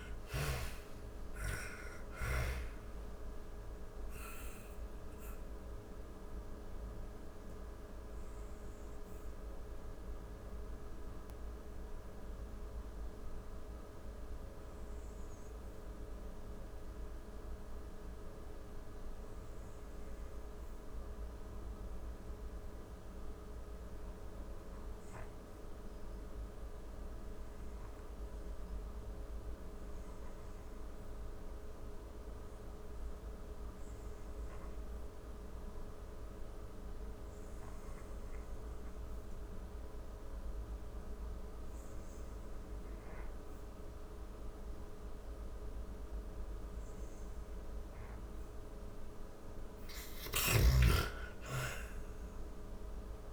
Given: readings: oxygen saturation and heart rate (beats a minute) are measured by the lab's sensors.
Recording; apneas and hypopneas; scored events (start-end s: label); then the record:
breathing in sleep, hard to hear, by a room microphone; 1
0.00-21.50 s: oxygen desaturation (device-marked, oxygen 63% lowest, heart rate 35 extreme)
3.00-49.00 s: obstructive apnea (oxygen 86% before, 63% lowest, heart rate 58 before, 44 extreme)
41.50-53.33 s: oxygen desaturation (device-marked, oxygen 95% before, 70% lowest, heart rate 53 before, 43 extreme)
48.50-53.33 s: snoring (device-marked)
50.00-53.33 s: arousal
From the record:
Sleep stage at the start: REM sleep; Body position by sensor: on the back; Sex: female